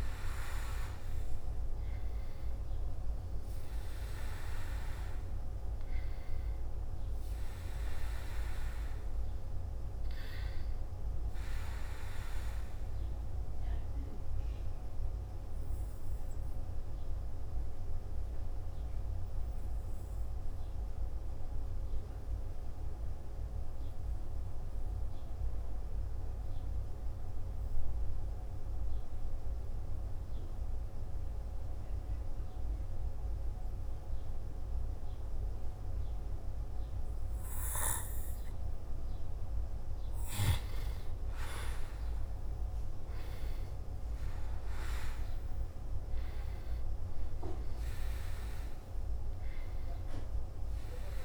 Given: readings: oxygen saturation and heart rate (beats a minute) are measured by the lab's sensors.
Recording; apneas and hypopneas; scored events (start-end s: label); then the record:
breathing in sleep, hard to hear, by a room microphone; 1
0.00-3.50 s: arousal
15.00-39.50 s: hypopnea (oxygen 97% before, 91% lowest, heart rate 58 before, 53 extreme, up 3 after)
21.00-33.00 s: oxygen desaturation (device-marked, oxygen 96% before, 92% lowest, heart rate 58 before, 53 extreme)
41.00-44.50 s: arousal
From the record:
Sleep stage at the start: N2 (light sleep); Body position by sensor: on the back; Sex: male